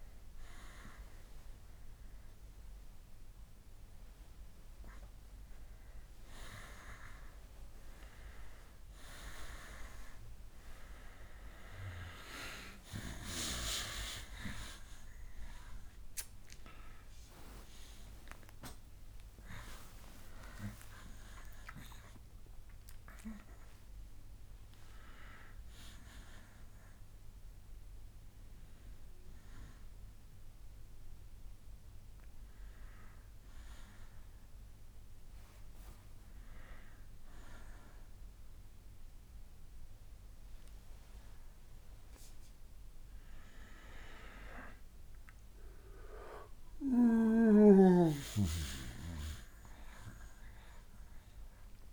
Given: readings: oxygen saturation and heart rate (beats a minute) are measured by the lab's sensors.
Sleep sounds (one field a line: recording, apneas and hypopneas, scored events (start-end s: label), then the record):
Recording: a person awake in a sleep study, by a room microphone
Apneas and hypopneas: none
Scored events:
0.00-16.00 s: oxygen desaturation (device-marked, oxygen 91% lowest, heart rate 61 extreme)
20.00-50.00 s: new sleep stage, awake
50.00-51.93 s: new sleep stage, N2 (light sleep)
From the record:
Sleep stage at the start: N2 (light sleep)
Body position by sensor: on the back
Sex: male